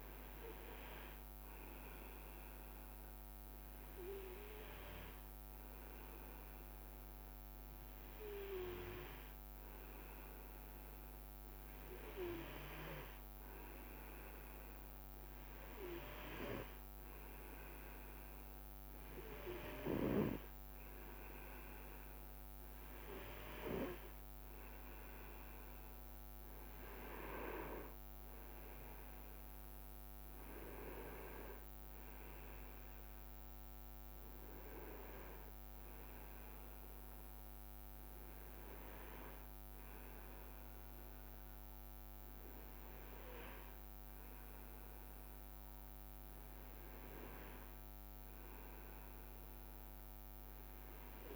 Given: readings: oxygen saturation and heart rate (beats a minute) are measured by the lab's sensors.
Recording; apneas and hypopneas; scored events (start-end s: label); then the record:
breathing in sleep by a microphone on the trachea; none
45.50-50.00 s: arousal
From the record:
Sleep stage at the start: N2 (light sleep); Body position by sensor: on the right side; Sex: male